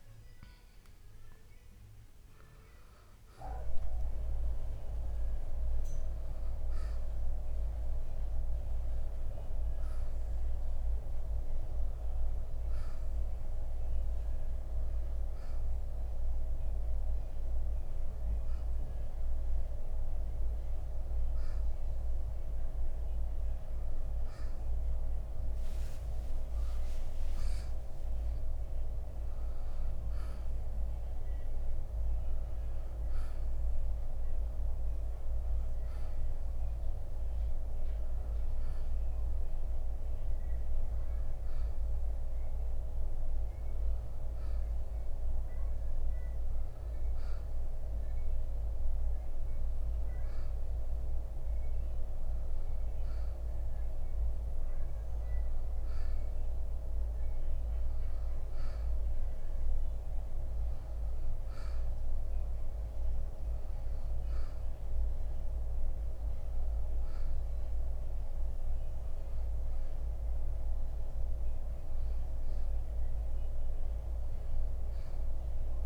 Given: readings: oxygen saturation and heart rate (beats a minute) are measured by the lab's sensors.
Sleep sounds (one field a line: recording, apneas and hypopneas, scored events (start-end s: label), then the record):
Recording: breathing in sleep, hard to hear, by a room microphone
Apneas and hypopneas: none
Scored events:
4.50-17.50 s: oxygen desaturation (device-marked, oxygen 90% before, 87% lowest, heart rate 63 before, 59 extreme)
26.50-31.00 s: arousal
From the record:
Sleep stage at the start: N1 (lightest sleep)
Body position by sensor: on the right side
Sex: male